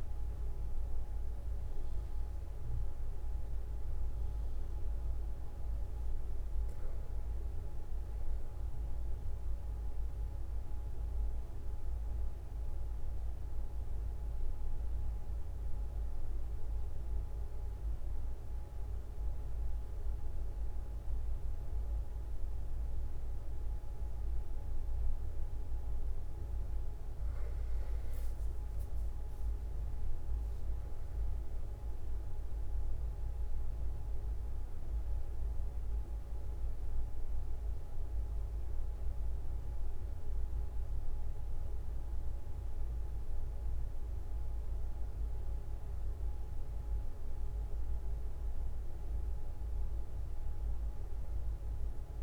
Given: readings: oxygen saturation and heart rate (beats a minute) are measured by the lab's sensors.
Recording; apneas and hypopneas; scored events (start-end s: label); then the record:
breathing in sleep, hard to hear, by a room microphone; 1
10.00-27.00 s: obstructive apnea (oxygen 96% before, 92% lowest, heart rate 46 before, 43 extreme, up 6 after)
29.00-33.00 s: arousal
From the record:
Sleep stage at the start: N2 (light sleep); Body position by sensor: on the back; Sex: male